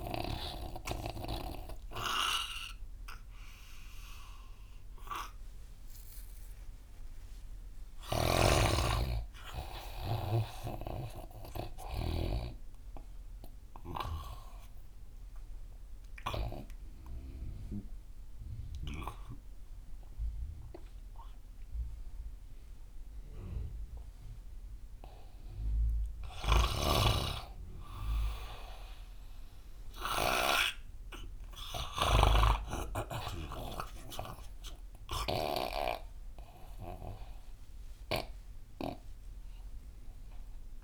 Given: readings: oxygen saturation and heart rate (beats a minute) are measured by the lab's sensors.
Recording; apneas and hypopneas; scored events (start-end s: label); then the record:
breathing in sleep by a room microphone; 1
0.00-7.50 s: oxygen desaturation (device-marked, oxygen 93% lowest)
6.00-10.50 s: arousal
8.00-12.50 s: snoring (device-marked)
16.00-26.00 s: obstructive apnea (oxygen 99% before, 95% lowest)
26.50-32.50 s: snoring (device-marked)
27.50-30.50 s: arousal
From the record:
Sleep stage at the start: N2 (light sleep); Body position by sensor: on the right side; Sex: male